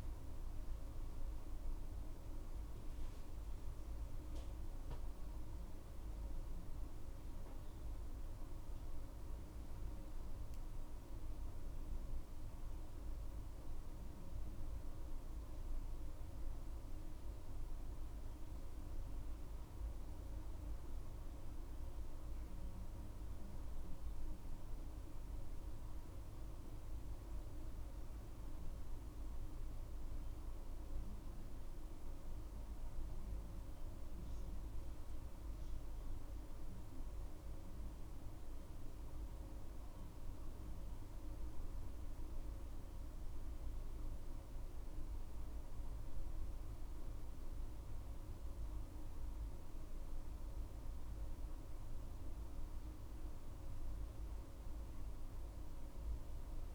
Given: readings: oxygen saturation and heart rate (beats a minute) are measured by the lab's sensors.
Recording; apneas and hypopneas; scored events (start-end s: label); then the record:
a person awake in a sleep study, hard to hear, by a room microphone; none
none scored
From the record:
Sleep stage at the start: awake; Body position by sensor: on the back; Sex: female